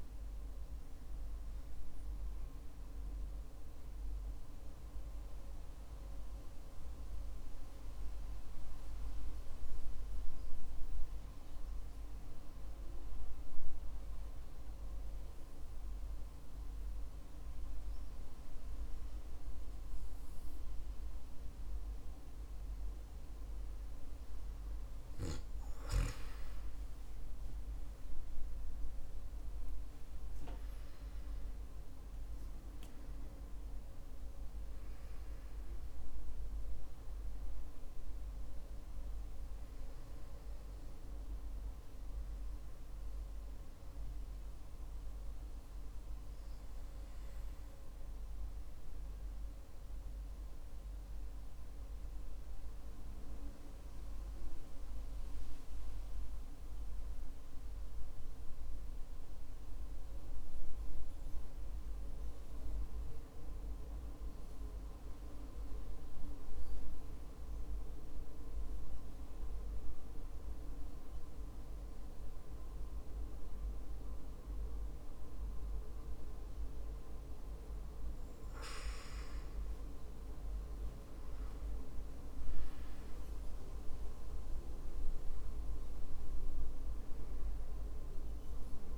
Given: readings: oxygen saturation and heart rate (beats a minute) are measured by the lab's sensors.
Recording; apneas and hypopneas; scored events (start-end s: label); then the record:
breathing in sleep, hard to hear, by a room microphone; 2
3.00-22.50 s: obstructive apnea (oxygen 97% before, 91% lowest, heart rate 55 before, 50 extreme, up 13 after)
21.00-45.00 s: oxygen desaturation (device-marked, oxygen 96% before, 92% lowest, heart rate 53 before, 52 extreme)
27.50-32.50 s: arousal
52.50-77.00 s: hypopnea (oxygen 95% before, 91% lowest, heart rate 60 before, 51 extreme, up 8 after)
77.00-88.98 s: oxygen desaturation (device-marked, oxygen 97% before, 93% lowest, heart rate 56 before, 51 extreme)
79.50-83.00 s: arousal
From the record:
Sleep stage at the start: N2 (light sleep); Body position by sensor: on the back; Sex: male